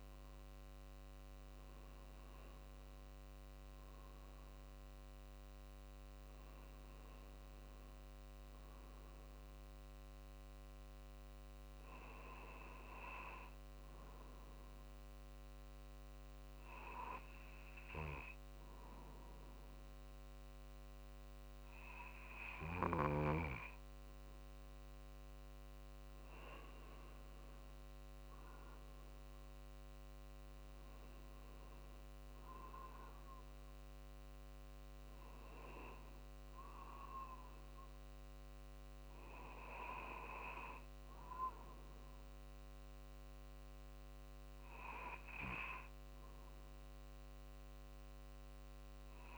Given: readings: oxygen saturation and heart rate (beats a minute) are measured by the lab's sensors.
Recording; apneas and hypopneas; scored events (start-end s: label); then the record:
breathing in sleep by a microphone on the trachea; 1
0.00-2.50 s: arousal
5.00-17.00 s: drop in pulse transit time (device-marked, heart rate 49 before, 49 extreme)
12.00-26.00 s: obstructive apnea (oxygen 97% before, 95% lowest, heart rate 50 before, 49 extreme, up 3 after)
28.00-33.00 s: arousal
31.00-43.00 s: drop in pulse transit time (device-marked, heart rate 50 before, 50 extreme)
From the record:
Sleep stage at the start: N2 (light sleep); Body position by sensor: on the right side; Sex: male